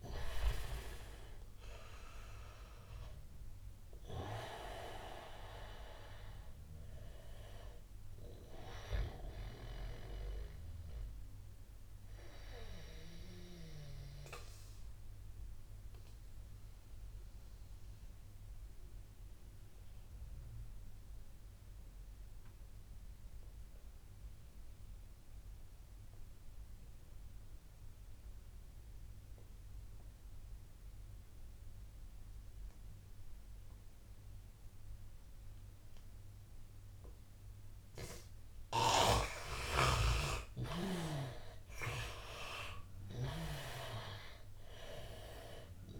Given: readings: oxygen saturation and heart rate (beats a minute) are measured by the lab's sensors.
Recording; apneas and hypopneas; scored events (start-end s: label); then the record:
breathing in sleep by a room microphone; 1
0.00-21.00 s: oxygen desaturation (device-marked, oxygen 85% lowest, heart rate 83 extreme)
10.00-38.00 s: obstructive apnea (oxygen 99% before, 83% lowest, heart rate 88 before, 83 extreme, up 7 after)
35.00-46.00 s: oxygen desaturation (device-marked, oxygen 100% before, 86% lowest, heart rate 86 before, 81 extreme)
39.50-46.00 s: snoring (device-marked)
41.50-45.00 s: arousal
From the record:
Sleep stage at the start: N2 (light sleep); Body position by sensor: on the right side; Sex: male